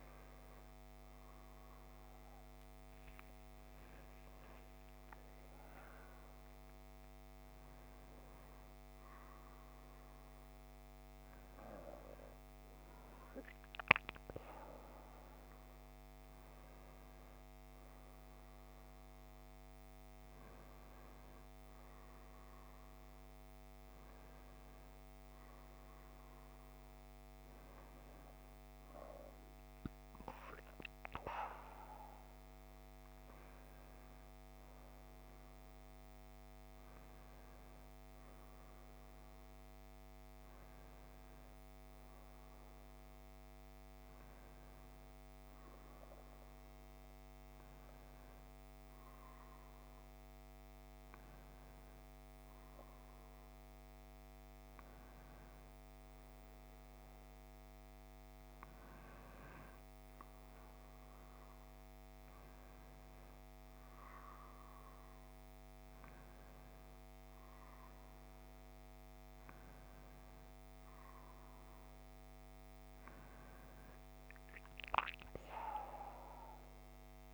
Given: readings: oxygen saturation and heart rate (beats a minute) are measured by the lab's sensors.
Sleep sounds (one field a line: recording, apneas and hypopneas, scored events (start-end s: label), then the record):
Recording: a person partly awake in a sleep study, by a microphone on the trachea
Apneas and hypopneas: none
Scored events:
21.50-77.34 s: new sleep stage, N1 (lightest sleep)
From the record:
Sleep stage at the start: awake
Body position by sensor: on the back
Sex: male